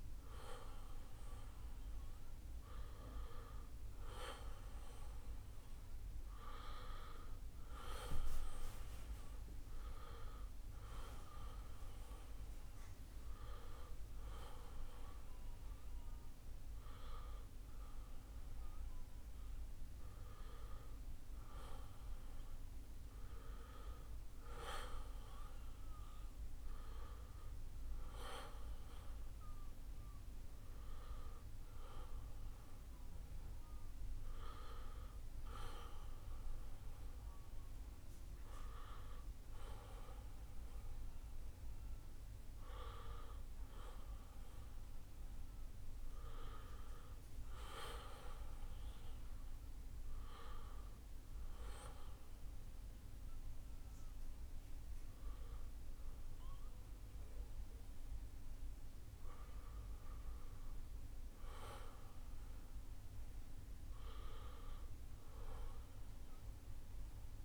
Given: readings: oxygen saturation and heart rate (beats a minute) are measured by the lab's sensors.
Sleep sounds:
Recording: breathing in sleep by a room microphone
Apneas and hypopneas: none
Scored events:
none scored
From the record:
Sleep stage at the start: N1 (lightest sleep)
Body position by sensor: on the right side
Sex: male

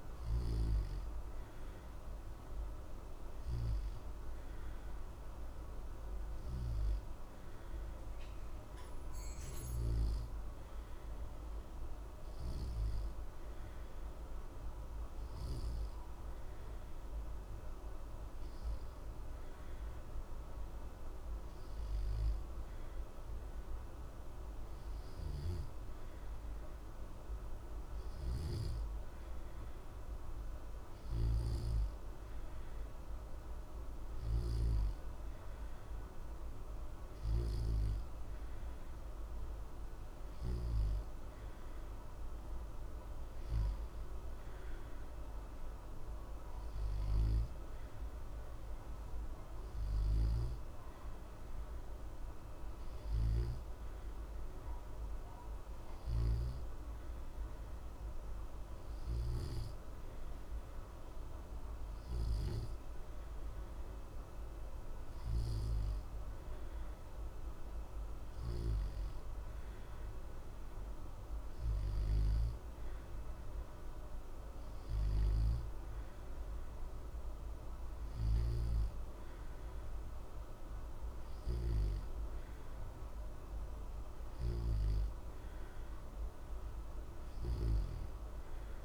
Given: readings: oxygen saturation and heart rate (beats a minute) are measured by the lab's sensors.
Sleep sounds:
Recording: breathing in sleep, hard to hear, by a room microphone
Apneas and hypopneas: none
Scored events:
none scored
From the record:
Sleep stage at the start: N2 (light sleep)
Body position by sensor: on the back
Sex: male

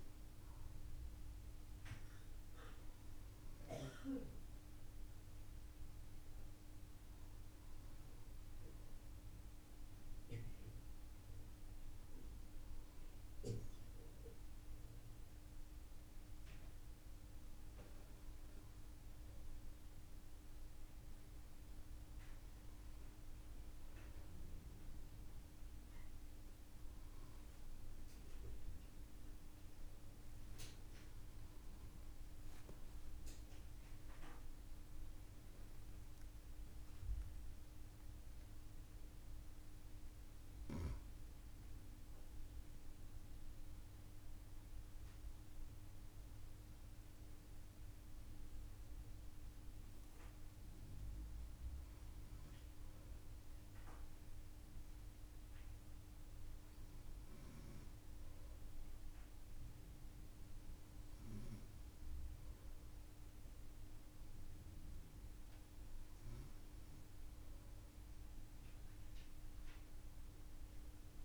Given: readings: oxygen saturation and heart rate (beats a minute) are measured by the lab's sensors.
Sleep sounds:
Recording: breathing in sleep, hard to hear, by a room microphone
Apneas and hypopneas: none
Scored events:
none scored
From the record:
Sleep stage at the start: N2 (light sleep)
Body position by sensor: upright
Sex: female

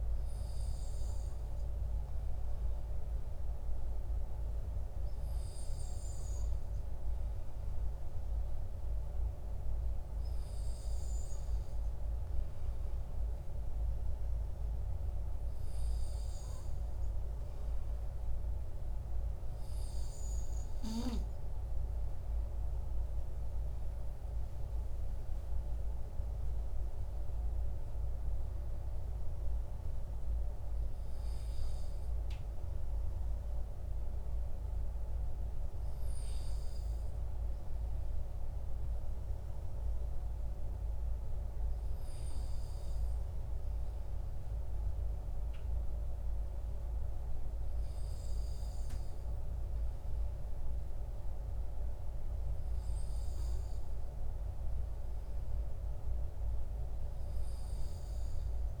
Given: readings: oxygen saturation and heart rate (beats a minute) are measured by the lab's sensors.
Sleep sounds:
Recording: breathing in sleep, hard to hear, by a room microphone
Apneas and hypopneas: none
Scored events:
none scored
From the record:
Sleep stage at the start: N2 (light sleep)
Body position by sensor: on the back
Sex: male

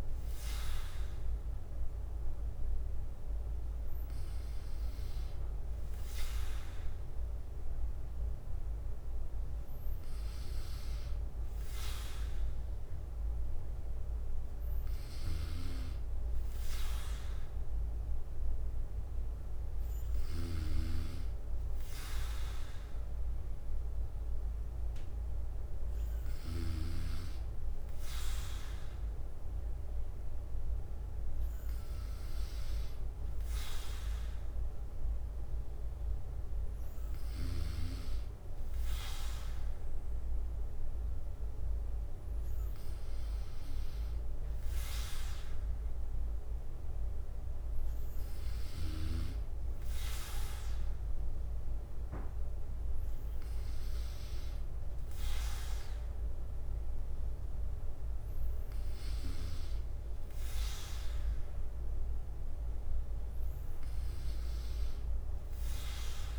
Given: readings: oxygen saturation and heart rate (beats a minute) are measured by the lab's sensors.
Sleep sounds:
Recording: breathing in sleep by a room microphone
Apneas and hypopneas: none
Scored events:
0.00-1.00 s: bradycardia (device-marked, heart rate 59 extreme)
3.00-27.00 s: bradycardia (device-marked, heart rate 59 before, 58 extreme)
36.00-45.00 s: bradycardia (device-marked, heart rate 59 before, 58 extreme)
47.00-65.00 s: bradycardia (device-marked, heart rate 59 before, 58 extreme)
From the record:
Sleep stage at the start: N3 (deep sleep)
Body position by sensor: on the back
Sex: male

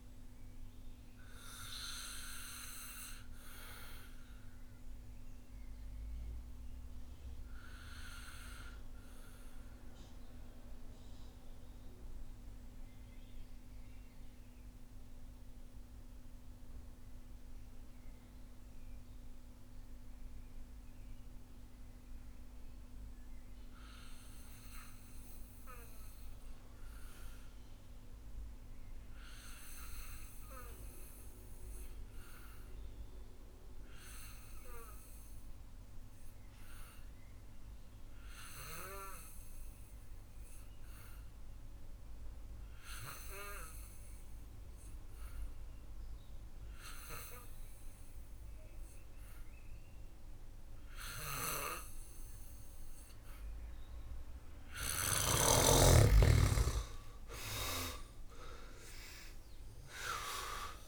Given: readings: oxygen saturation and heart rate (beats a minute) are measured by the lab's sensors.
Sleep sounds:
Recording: breathing in sleep by a room microphone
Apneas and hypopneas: 1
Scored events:
0.00-25.50 s: oxygen desaturation (device-marked, oxygen 83% lowest)
7.50-53.50 s: mixed apnea (oxygen 98% before, 78% lowest)
39.50-60.88 s: oxygen desaturation (device-marked, oxygen 97% before, 78% lowest)
55.50-60.88 s: arousal
From the record:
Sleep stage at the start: N2 (light sleep)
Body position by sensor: on the back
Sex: male

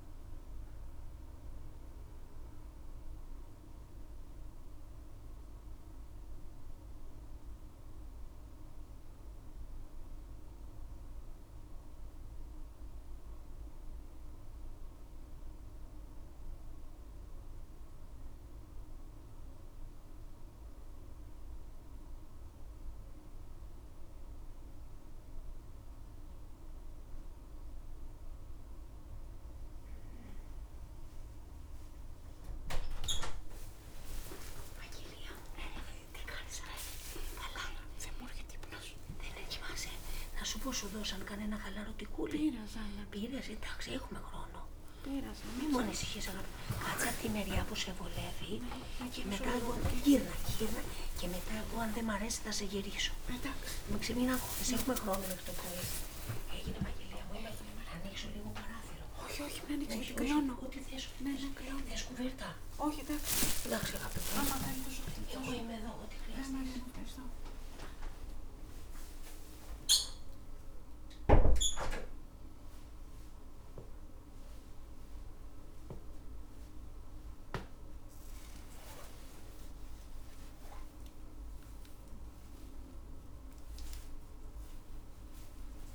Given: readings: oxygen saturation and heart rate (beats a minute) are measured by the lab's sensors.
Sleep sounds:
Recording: a person awake in a sleep study, by a room microphone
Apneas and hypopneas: none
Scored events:
40.50-85.95 s: new sleep stage, awake
80.50-85.95 s: oxygen desaturation (device-marked, oxygen 100% before, 97% lowest, heart rate 83 before, 59 extreme)
From the record:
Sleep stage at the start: N2 (light sleep)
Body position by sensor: on the back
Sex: female

